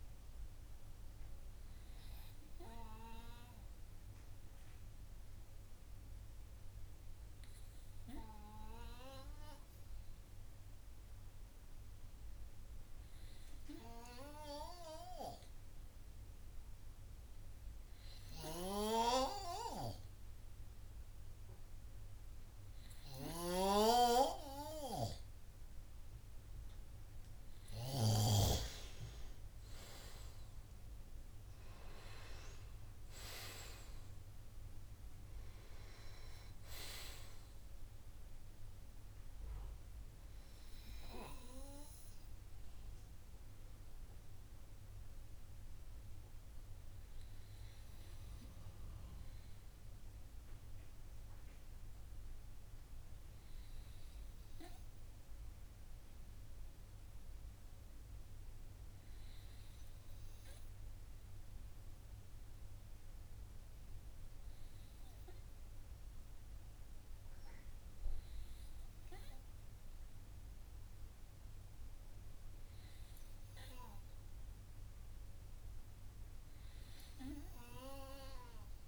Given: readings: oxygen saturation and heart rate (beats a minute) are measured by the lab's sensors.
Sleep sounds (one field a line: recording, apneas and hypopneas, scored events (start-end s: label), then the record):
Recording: breathing in sleep by a room microphone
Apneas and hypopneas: 1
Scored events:
8.00-26.50 s: hypopnea (oxygen 99% before, 94% lowest, heart rate 67 before, 50 extreme, up 30 after)
23.00-28.00 s: snoring (device-marked)
28.50-32.00 s: arousal
From the record:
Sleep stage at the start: N2 (light sleep)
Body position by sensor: on the right side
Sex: male